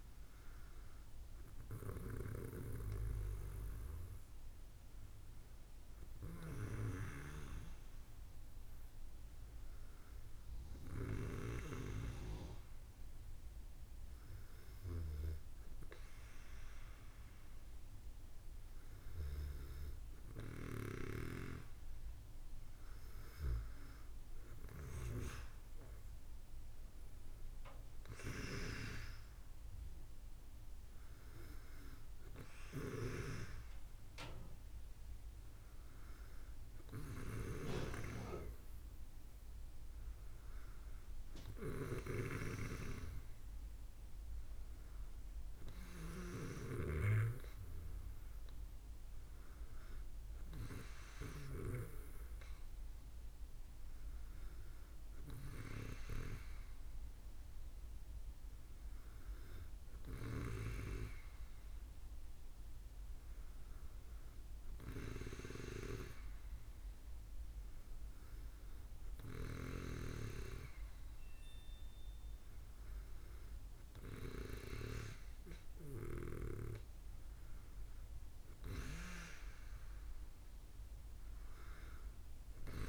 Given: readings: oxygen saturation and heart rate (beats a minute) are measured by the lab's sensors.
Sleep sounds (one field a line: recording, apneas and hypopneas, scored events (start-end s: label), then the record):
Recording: breathing in sleep by a room microphone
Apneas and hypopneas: 1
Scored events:
9.50-22.00 s: hypopnea (oxygen 95% before, 93% lowest, heart rate 63 before, 57 extreme, up 3 after)
23.50-27.00 s: arousal
25.00-45.00 s: oxygen desaturation (device-marked, oxygen 97% before, 93% lowest, heart rate 59 before, 57 extreme)
37.50-46.50 s: snoring (device-marked)
From the record:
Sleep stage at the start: N2 (light sleep)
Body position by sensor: on the back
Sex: female